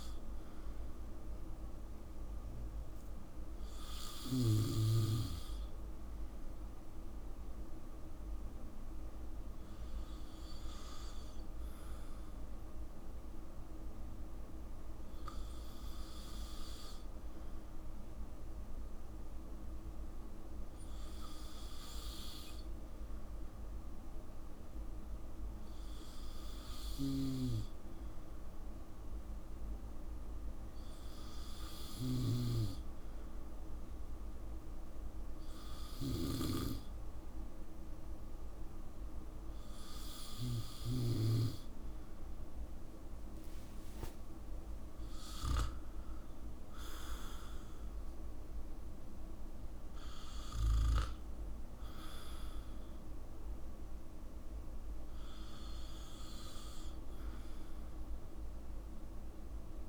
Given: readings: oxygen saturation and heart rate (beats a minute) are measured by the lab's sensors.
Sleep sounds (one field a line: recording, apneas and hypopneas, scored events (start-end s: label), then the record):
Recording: breathing in sleep by a room microphone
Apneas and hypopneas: none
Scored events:
44.00-46.00 s: long interval between heartbeats (device-marked, heart rate 63 before, 76 extreme)
From the record:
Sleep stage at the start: N2 (light sleep)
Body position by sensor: on the back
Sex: male